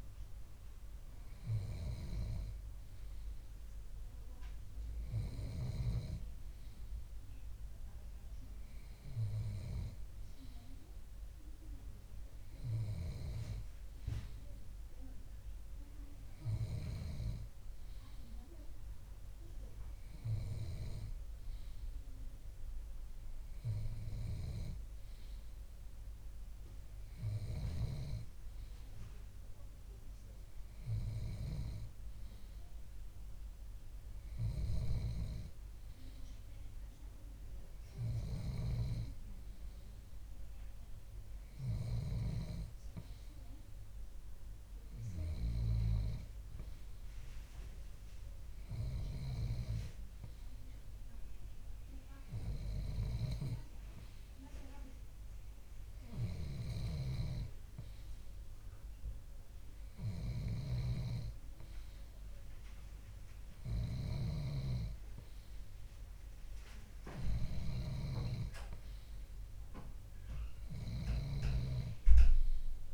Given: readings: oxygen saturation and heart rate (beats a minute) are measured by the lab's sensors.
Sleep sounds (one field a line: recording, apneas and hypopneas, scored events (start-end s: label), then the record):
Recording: breathing in sleep by a room microphone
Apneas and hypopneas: none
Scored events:
20.00-22.00 s: bradycardia (device-marked, heart rate 61 before, 59 extreme)
28.00-72.94 s: snoring (device-marked)
From the record:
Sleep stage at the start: N2 (light sleep)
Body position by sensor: on the left side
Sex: male